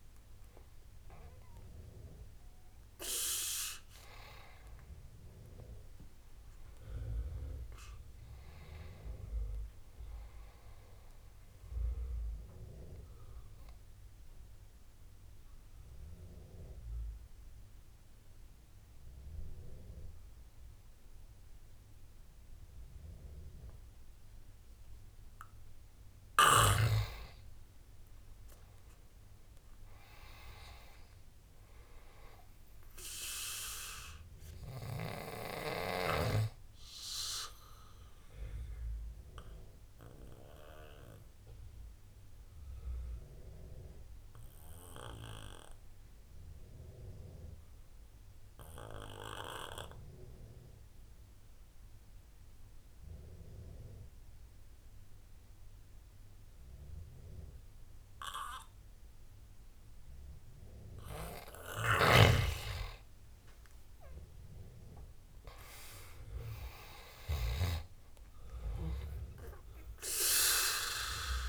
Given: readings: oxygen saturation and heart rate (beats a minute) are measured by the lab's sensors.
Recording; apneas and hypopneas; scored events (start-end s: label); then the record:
breathing in sleep by a room microphone; 2
0.00-1.00 s: oxygen desaturation (device-marked, oxygen 92% lowest, heart rate 67 extreme)
9.00-25.00 s: oxygen desaturation (device-marked, oxygen 93% before, 88% lowest, heart rate 78 before, 67 extreme)
12.50-26.00 s: obstructive apnea (oxygen 97% before, 88% lowest, heart rate 80 before, 67 extreme, up 12 after)
29.00-32.50 s: arousal
38.50-60.50 s: obstructive apnea (oxygen 98% before, 89% lowest, heart rate 72 before, 59 extreme, up 14 after)
47.00-54.00 s: oxygen desaturation (device-marked, oxygen 96% before, 92% lowest, heart rate 72 before, 71 extreme)
60.00-71.49 s: oxygen desaturation (device-marked, oxygen 97% before, 90% lowest, heart rate 70 before, 58 extreme)
64.00-68.00 s: arousal
From the record:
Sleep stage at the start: N2 (light sleep); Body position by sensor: on the back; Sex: male